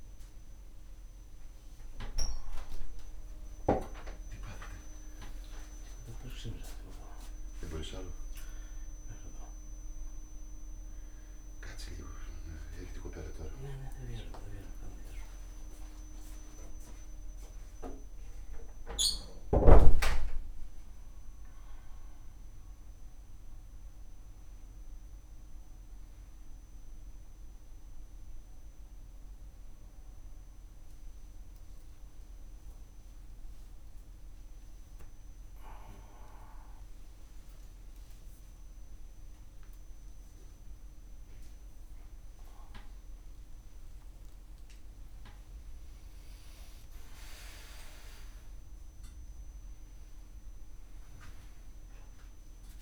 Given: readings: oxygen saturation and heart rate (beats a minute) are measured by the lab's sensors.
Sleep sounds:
a person awake in a sleep study, by a room microphone; none
10.50-16.50 s: oxygen desaturation (device-marked, oxygen 97% before, 94% lowest, heart rate 89 before, 63 extreme)
51.50-52.82 s: oxygen desaturation (device-marked, oxygen 99% before, 93% lowest, heart rate 97 before, 56 extreme)
From the record:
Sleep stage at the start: awake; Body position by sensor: upright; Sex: male

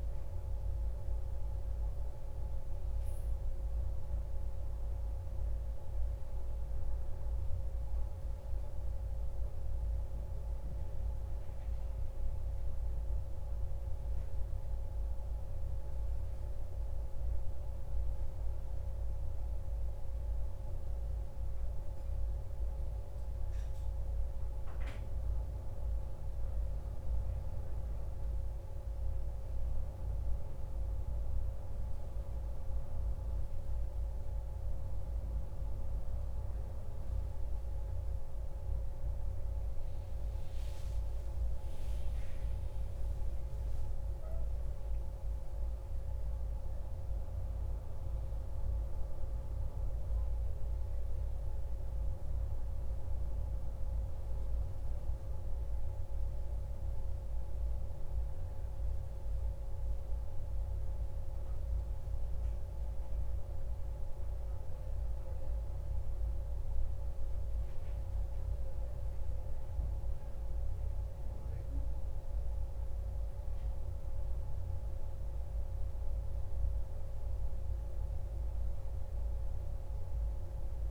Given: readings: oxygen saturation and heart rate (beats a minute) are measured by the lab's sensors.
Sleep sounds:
breathing in sleep, hard to hear, by a room microphone; none
41.50-46.00 s: arousal
From the record:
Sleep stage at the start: N1 (lightest sleep); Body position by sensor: on the back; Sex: male

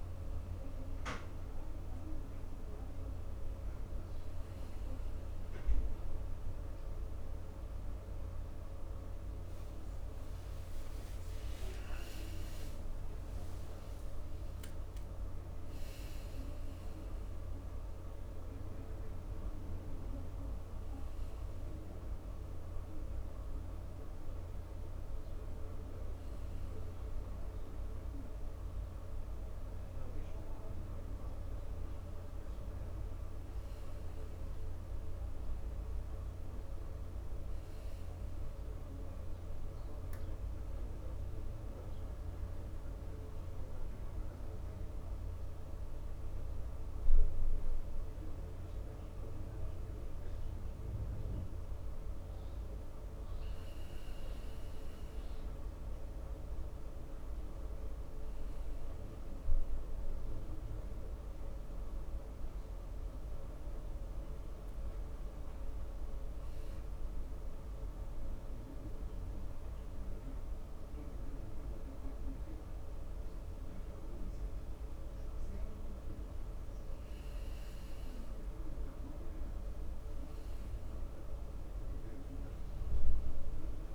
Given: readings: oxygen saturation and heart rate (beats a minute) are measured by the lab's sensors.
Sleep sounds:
breathing in sleep, hard to hear, by a room microphone; 2
37.00-41.00 s: arousal
44.50-56.00 s: mixed apnea (oxygen 98% before, 95% lowest)
59.00-62.00 s: arousal
68.50-79.00 s: central apnea (oxygen 97% before, 95% lowest)
81.50-83.95 s: arousal
82.00-83.95 s: new sleep stage, N1 (lightest sleep)
From the record:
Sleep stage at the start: N2 (light sleep); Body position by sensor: on the back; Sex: male

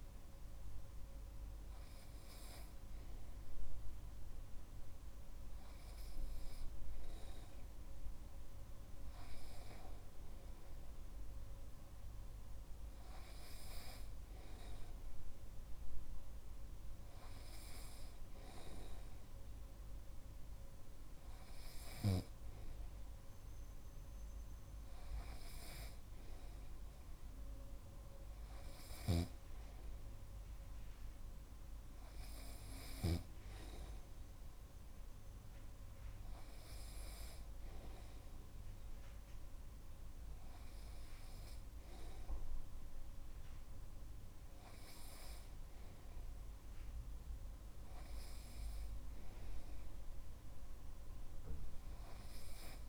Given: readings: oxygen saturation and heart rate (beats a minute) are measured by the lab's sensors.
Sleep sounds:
breathing in sleep by a room microphone; none
none scored
From the record:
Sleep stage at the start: N2 (light sleep); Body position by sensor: on the right side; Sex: male

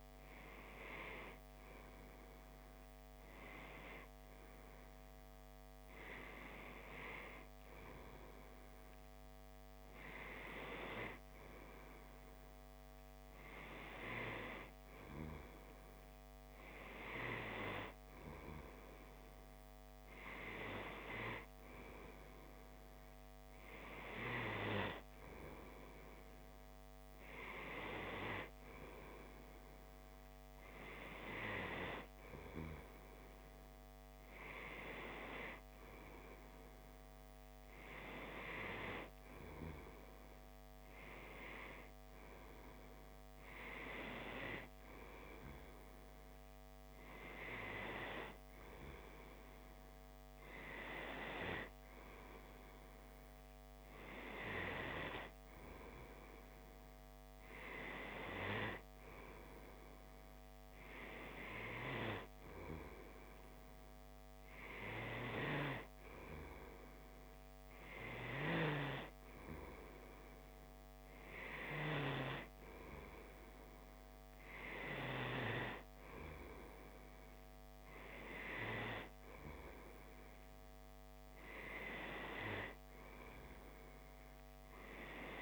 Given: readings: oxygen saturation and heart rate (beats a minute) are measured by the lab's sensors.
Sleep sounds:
breathing in sleep by a microphone on the trachea; none
none scored
From the record:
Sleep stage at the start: N2 (light sleep); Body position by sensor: on the back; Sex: male

